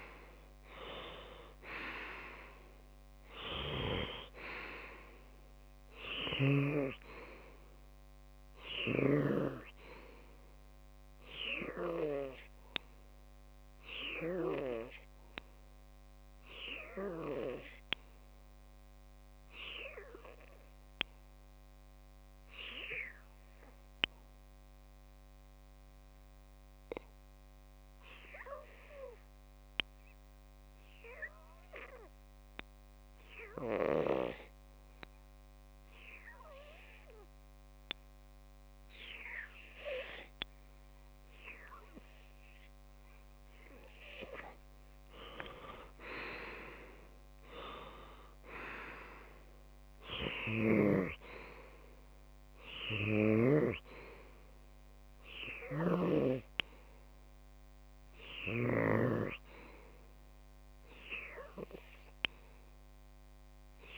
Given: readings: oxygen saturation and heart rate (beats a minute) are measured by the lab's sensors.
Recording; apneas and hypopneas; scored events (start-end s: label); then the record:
breathing in sleep by a microphone on the trachea; 1
13.00-44.00 s: obstructive apnea (oxygen 98% before, 94% lowest)
46.50-50.50 s: arousal
47.50-62.50 s: oxygen desaturation (device-marked, oxygen 98% before, 95% lowest)
From the record:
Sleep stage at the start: REM sleep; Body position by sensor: on the left side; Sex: male